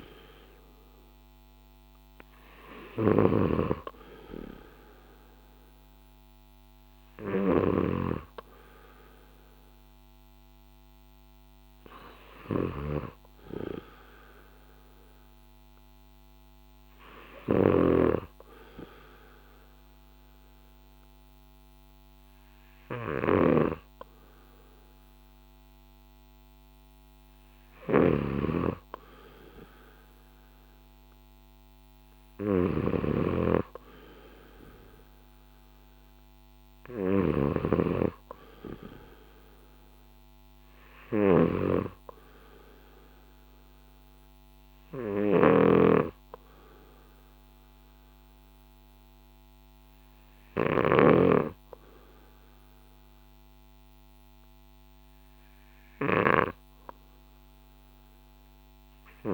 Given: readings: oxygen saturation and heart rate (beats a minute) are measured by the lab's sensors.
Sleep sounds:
breathing in sleep by a microphone on the trachea; none
0.00-7.50 s: snoring (device-marked)
9.00-20.00 s: oxygen desaturation (device-marked, oxygen 96% before, 90% lowest, heart rate 58 before, 57 extreme)
17.00-59.34 s: snoring (device-marked)
From the record:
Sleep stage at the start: N2 (light sleep); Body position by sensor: on the left side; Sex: male

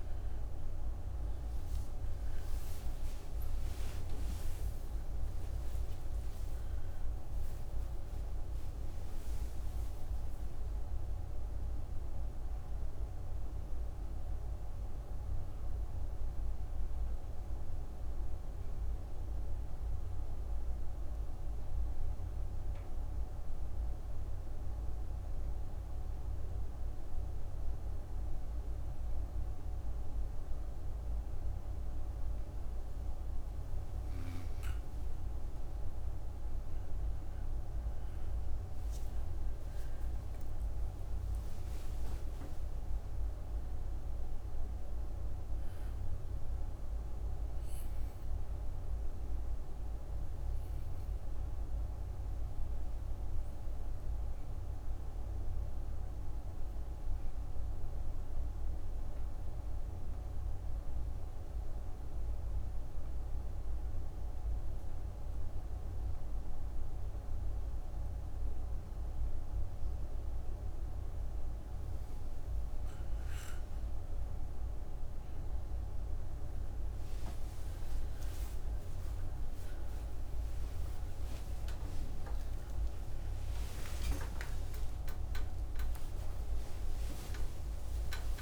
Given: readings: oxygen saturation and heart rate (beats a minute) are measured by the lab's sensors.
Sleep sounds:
breathing in sleep, hard to hear, by a room microphone; 2
1.50-7.50 s: oxygen desaturation (device-marked, oxygen 98% before, 93% lowest, heart rate 61 before, 60 extreme)
2.00-7.00 s: arousal
16.50-33.50 s: oxygen desaturation (device-marked, oxygen 94% before, 90% lowest, heart rate 83 before, 59 extreme)
17.00-33.50 s: obstructive apnea (oxygen 98% before, 90% lowest, heart rate 83 before, 59 extreme, up 18 after)
37.50-42.00 s: arousal
55.50-71.50 s: obstructive apnea (oxygen 99% before, 92% lowest, heart rate 76 before, 47 extreme, up 8 after)
59.50-68.50 s: oxygen desaturation (device-marked, oxygen 95% before, 92% lowest, heart rate 75 before, 47 extreme)
74.50-88.42 s: new sleep stage, awake
From the record:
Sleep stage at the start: N2 (light sleep); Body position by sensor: on the back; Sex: female

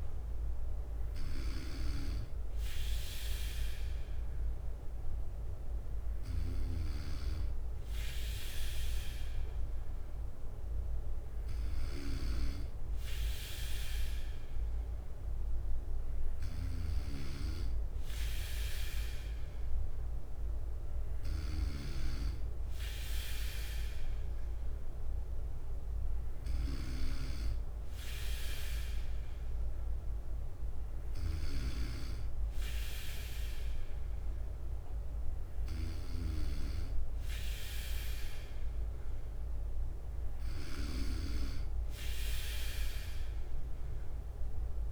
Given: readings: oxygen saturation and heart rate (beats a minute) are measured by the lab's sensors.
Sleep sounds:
breathing in sleep by a room microphone; none
none scored
From the record:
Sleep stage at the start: N3 (deep sleep); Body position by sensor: on the right side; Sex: male

